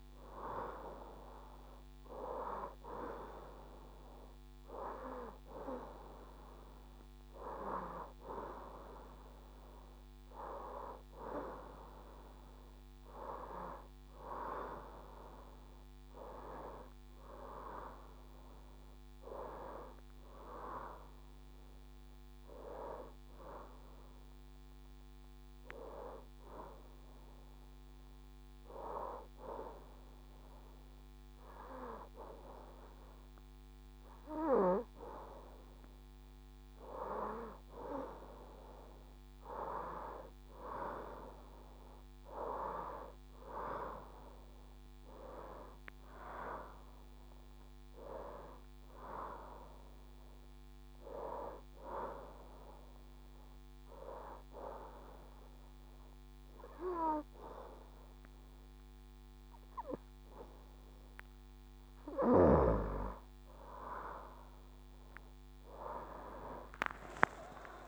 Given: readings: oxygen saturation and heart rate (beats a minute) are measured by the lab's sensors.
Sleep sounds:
breathing in sleep by a microphone on the trachea; 3
1.00-12.00 s: hypopnea (oxygen 93% before, 89% lowest, heart rate 75 before, 73 extreme, up 0 after)
4.50-17.50 s: oxygen desaturation (device-marked, oxygen 93% before, 90% lowest, heart rate 74 before, 72 extreme)
18.50-23.00 s: arousal
26.50-39.00 s: hypopnea (oxygen 93% before, 88% lowest, heart rate 76 before, 72 extreme, up 6 after)
40.50-45.00 s: arousal
49.50-63.50 s: oxygen desaturation (device-marked, oxygen 93% before, 89% lowest, heart rate 75 before, 69 extreme)
53.00-63.00 s: obstructive apnea (oxygen 93% before, 88% lowest, heart rate 75 before, 69 extreme, up 26 after)
66.50-67.88 s: arousal
From the record:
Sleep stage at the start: N2 (light sleep); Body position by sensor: on the right side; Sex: female

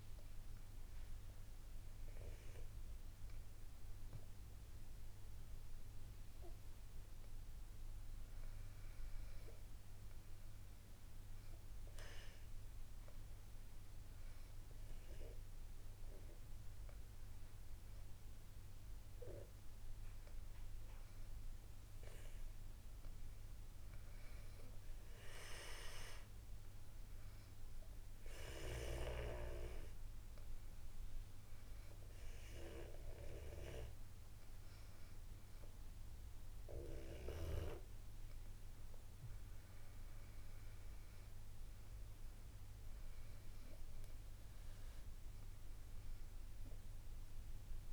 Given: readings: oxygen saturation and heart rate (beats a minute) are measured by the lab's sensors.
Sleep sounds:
breathing in sleep by a room microphone; none
none scored
From the record:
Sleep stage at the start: N2 (light sleep); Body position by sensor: on the back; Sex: female

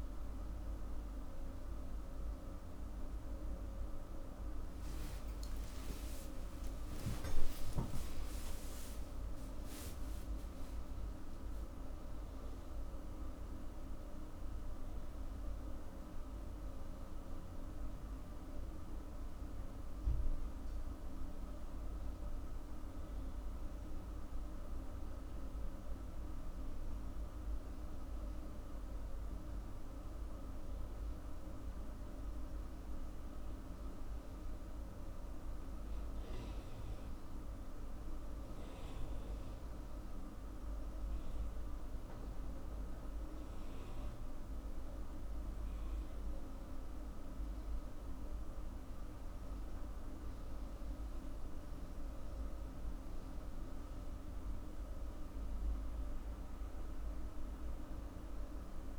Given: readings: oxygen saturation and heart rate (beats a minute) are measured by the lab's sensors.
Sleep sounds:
breathing in sleep, hard to hear, by a room microphone; none
5.50-7.50 s: long interval between heartbeats (device-marked, heart rate 88 before, 99 extreme)
5.50-10.00 s: arousal
From the record:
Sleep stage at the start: N2 (light sleep); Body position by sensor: on the back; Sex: female

